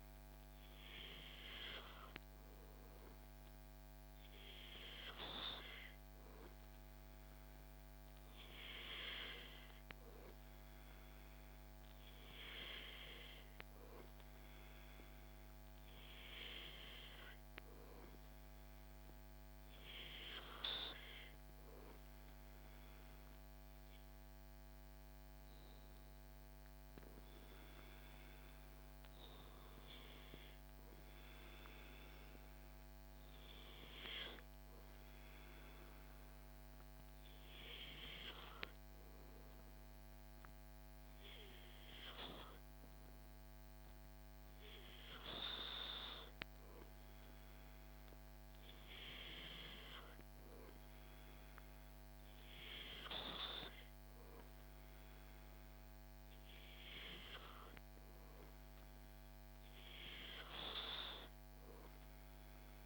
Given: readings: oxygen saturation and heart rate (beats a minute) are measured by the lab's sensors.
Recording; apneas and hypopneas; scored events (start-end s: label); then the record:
breathing in sleep by a microphone on the trachea; none
none scored
From the record:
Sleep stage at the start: N2 (light sleep); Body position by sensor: on the back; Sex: male